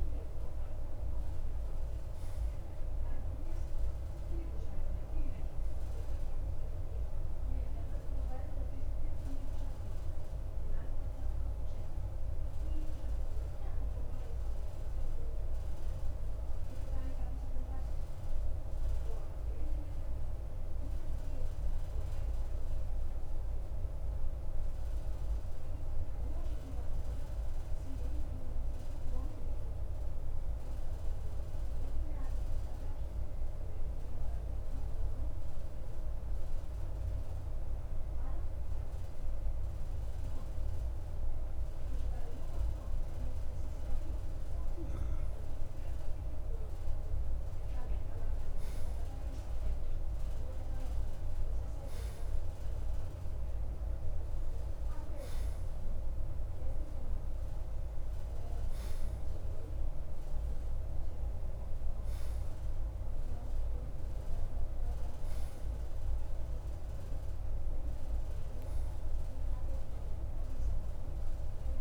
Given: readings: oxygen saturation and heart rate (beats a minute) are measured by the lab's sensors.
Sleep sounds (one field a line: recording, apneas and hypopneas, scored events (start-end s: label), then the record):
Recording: breathing in sleep, hard to hear, by a room microphone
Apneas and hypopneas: 1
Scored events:
14.50-37.50 s: mixed apnea (oxygen 94% before, 92% lowest, heart rate 54 before, 52 extreme, up 2 after)
40.00-44.50 s: arousal
From the record:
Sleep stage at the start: N2 (light sleep)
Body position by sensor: on the right side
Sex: male